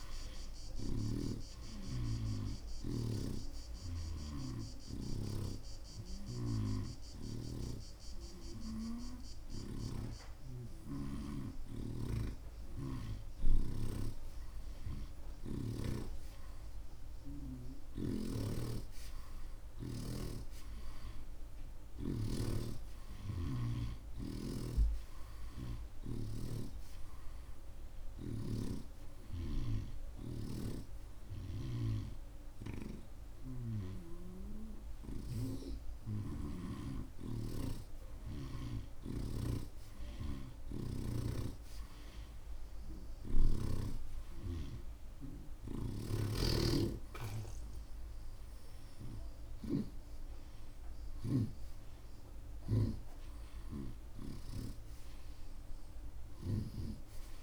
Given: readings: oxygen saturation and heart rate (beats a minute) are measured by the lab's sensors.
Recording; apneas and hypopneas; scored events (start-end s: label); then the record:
breathing in sleep by a room microphone; 1
1.00-10.00 s: snoring (device-marked)
1.50-9.50 s: oxygen desaturation (device-marked, oxygen 86% before, 82% lowest)
4.50-14.50 s: hypopnea (oxygen 86% before, 82% lowest)
12.00-16.00 s: snoring (device-marked)
18.00-22.50 s: arousal
18.00-22.50 s: snoring (device-marked)
24.50-28.50 s: snoring (device-marked)
27.50-39.50 s: oxygen desaturation (device-marked, oxygen 88% before, 82% lowest)
30.50-35.50 s: snoring (device-marked)
37.50-44.00 s: snoring (device-marked)
46.00-51.50 s: snoring (device-marked)
47.50-51.50 s: arousal
49.50-57.43 s: oxygen desaturation (device-marked, oxygen 87% before, 82% lowest)
From the record:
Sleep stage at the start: N2 (light sleep); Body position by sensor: on the right side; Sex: male